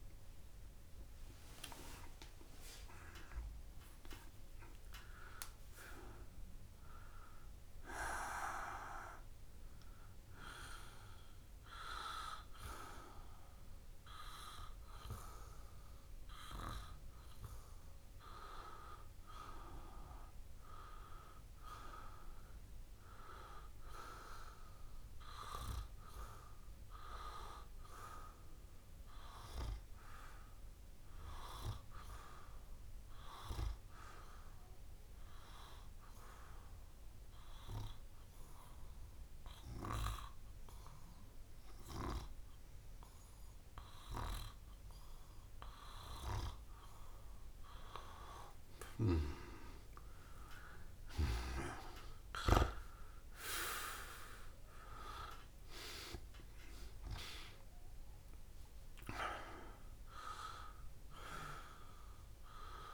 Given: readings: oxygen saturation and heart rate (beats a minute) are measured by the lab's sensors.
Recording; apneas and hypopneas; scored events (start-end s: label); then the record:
a person partly awake in a sleep study, by a room microphone; 1
0.50-2.50 s: long interval between heartbeats (device-marked, heart rate 101 before, 68 extreme)
3.50-5.50 s: long interval between heartbeats (device-marked, heart rate 96 before, 94 extreme)
8.50-38.50 s: new sleep stage, N1 (lightest sleep)
10.50-12.50 s: long interval between heartbeats (device-marked)
25.00-48.50 s: obstructive apnea (oxygen 100% before, 94% lowest)
25.50-46.50 s: oxygen desaturation (device-marked, oxygen 100% before, 96% lowest)
29.50-35.50 s: tachycardia (device-marked, heart rate 30 before, 157 extreme)
38.50-62.94 s: new sleep stage, N2 (light sleep)
39.00-41.00 s: long interval between heartbeats (device-marked)
46.50-62.50 s: tachycardia (device-marked)
47.00-49.00 s: long interval between heartbeats (device-marked, heart rate 73 before, 60 extreme)
49.50-51.50 s: long interval between heartbeats (device-marked, heart rate 77 before, 106 extreme)
50.50-55.00 s: arousal
From the record:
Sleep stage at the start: awake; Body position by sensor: on the back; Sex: male